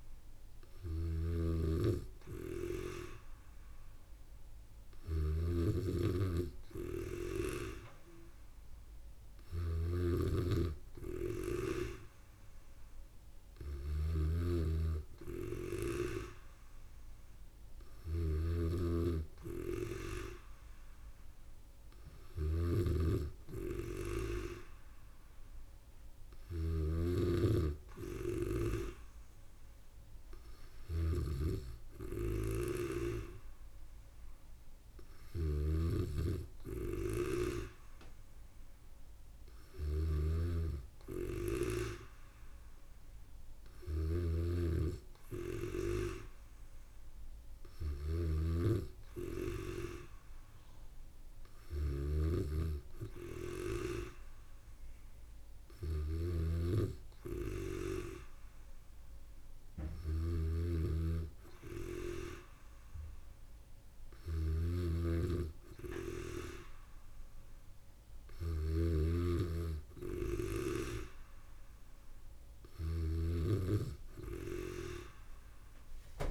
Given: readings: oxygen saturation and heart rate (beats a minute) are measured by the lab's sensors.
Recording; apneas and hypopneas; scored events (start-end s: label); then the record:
breathing in sleep by a room microphone; none
0.00-73.50 s: snoring (device-marked)
From the record:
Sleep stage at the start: N3 (deep sleep); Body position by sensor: on the back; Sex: female